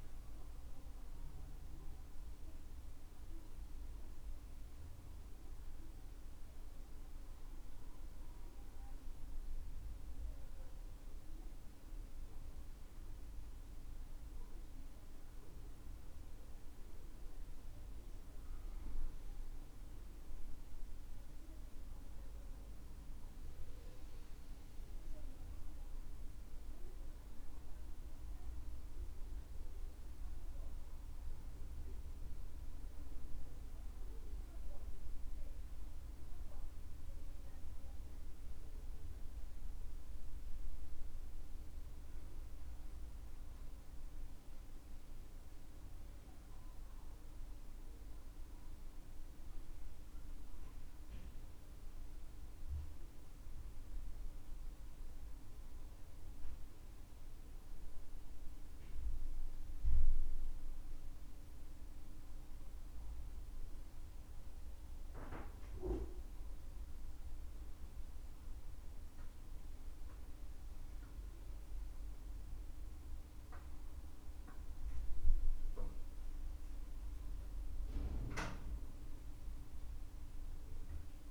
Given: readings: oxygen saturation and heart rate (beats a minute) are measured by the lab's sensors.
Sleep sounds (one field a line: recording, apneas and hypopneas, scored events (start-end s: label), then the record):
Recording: a person awake in a sleep study, hard to hear, by a room microphone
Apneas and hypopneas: none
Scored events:
none scored
From the record:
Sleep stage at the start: awake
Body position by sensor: on the back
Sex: male